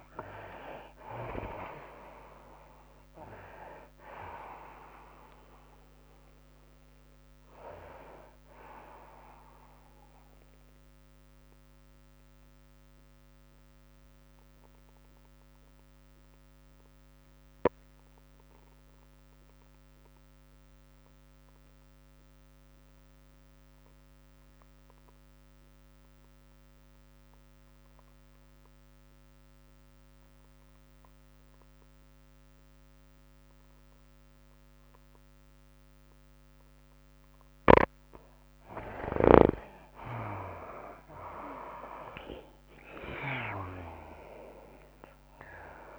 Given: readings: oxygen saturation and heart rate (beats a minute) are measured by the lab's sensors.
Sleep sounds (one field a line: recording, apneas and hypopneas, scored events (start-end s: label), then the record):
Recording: breathing in sleep by a microphone on the trachea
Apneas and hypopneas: 1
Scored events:
0.00-2.00 s: arousal
0.00-13.50 s: drop in pulse transit time (device-marked, heart rate 96 extreme)
0.00-14.50 s: oxygen desaturation (device-marked, oxygen 58% lowest, heart rate 90 extreme)
0.00-45.98 s: tachycardia (device-marked, heart rate 143 extreme)
11.50-38.50 s: obstructive apnea (oxygen 71% before, 63% lowest, heart rate 105 before, 103 extreme, up 20 after)
23.50-45.98 s: oxygen desaturation (device-marked, oxygen 97% before, 63% lowest, heart rate 115 before, 103 extreme)
43.50-45.98 s: drop in pulse transit time (device-marked, heart rate 106 before, 114 extreme)
From the record:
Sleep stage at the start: N2 (light sleep)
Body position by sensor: on the right side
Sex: female